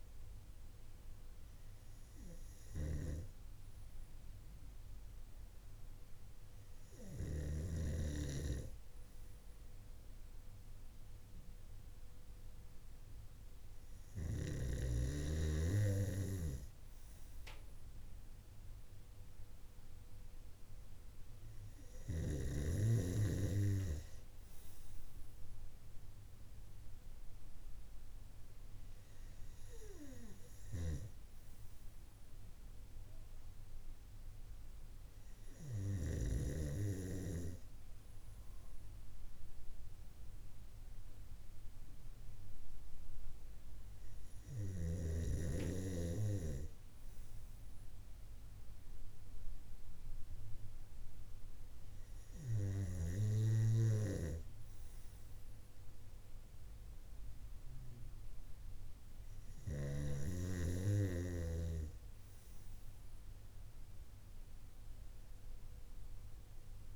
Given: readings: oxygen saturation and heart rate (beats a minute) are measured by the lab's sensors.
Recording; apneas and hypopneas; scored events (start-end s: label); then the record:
breathing in sleep by a room microphone; none
none scored
From the record:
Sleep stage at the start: N2 (light sleep); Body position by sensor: on the right side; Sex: male